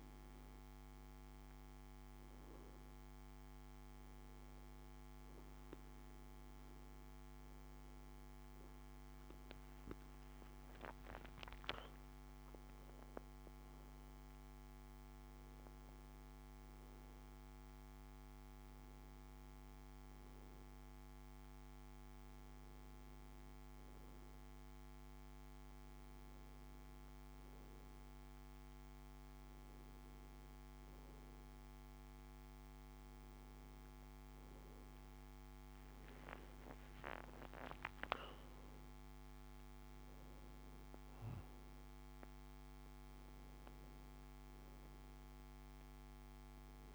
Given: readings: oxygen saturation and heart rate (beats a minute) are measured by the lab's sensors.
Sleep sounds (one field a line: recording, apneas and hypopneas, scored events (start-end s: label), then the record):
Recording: breathing in sleep, hard to hear, by a microphone on the trachea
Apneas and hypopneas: none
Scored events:
none scored
From the record:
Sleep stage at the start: N2 (light sleep)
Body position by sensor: on the back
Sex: male